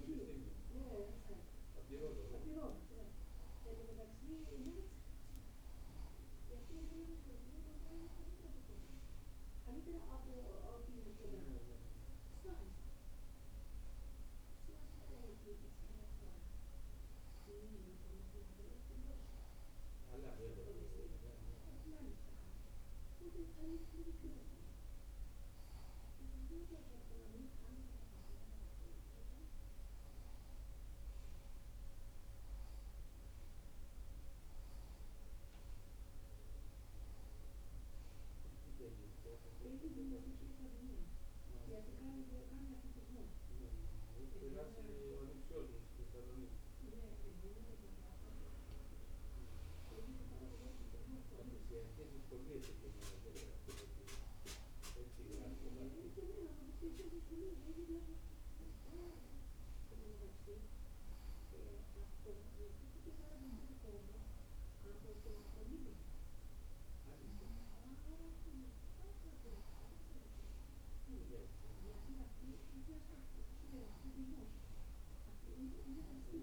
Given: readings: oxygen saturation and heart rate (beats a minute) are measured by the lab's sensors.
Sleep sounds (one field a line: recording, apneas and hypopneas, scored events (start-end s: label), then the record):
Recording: breathing in sleep by a room microphone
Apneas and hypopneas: none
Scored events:
47.00-50.00 s: arousal
From the record:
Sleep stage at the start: N1 (lightest sleep)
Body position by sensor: on the right side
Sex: female